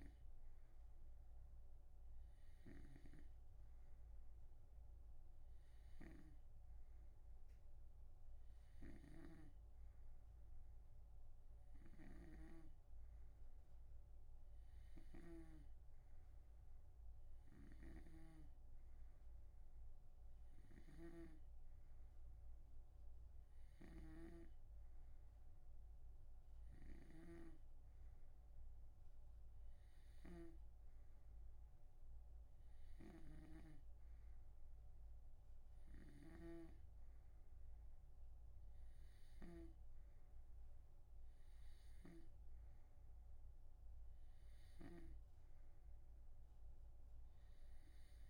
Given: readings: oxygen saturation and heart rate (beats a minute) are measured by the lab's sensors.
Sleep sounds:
breathing in sleep by a room microphone; none
0.00-16.00 s: snoring (device-marked)
18.00-31.00 s: snoring (device-marked)
33.00-40.00 s: snoring (device-marked)
42.00-45.50 s: snoring (device-marked)
From the record:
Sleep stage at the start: N2 (light sleep); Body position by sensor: on the right side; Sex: male

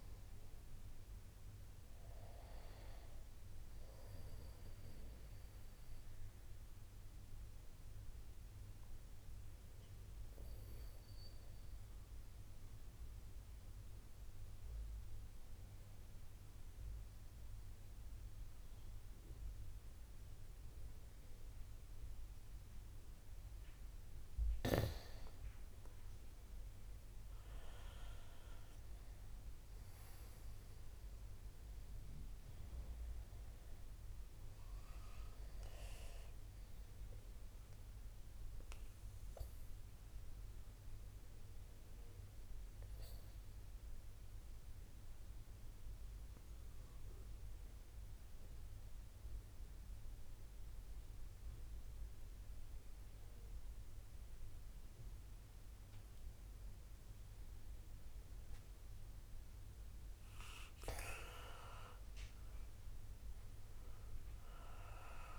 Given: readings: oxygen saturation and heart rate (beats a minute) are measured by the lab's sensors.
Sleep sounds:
breathing in sleep by a room microphone; 2
0.00-11.50 s: oxygen desaturation (device-marked, oxygen 91% lowest, heart rate 59 extreme)
4.50-23.00 s: mixed apnea (oxygen 96% before, 89% lowest, heart rate 70 before, 59 extreme, up 3 after)
25.50-29.50 s: arousal
30.50-48.50 s: oxygen desaturation (device-marked, oxygen 96% before, 90% lowest, heart rate 61 before, 57 extreme)
39.00-59.00 s: obstructive apnea (oxygen 96% before, 87% lowest, heart rate 62 before, 57 extreme, up 4 after)
60.50-65.39 s: oxygen desaturation (device-marked, oxygen 96% before, 89% lowest, heart rate 62 before, 56 extreme)
62.00-65.39 s: arousal
From the record:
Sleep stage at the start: N2 (light sleep); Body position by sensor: on the back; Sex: male

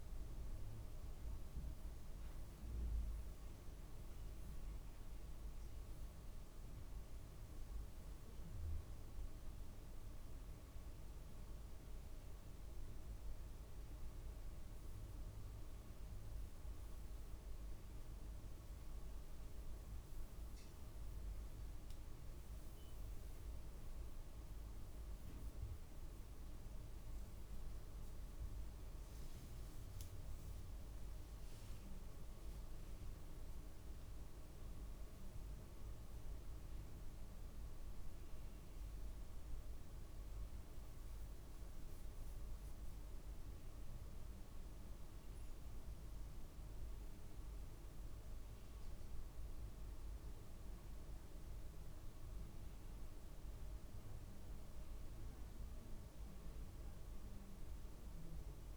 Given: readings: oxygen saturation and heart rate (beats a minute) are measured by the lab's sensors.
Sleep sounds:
a person awake in a sleep study, hard to hear, by a room microphone; none
none scored
From the record:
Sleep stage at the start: awake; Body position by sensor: on the back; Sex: male

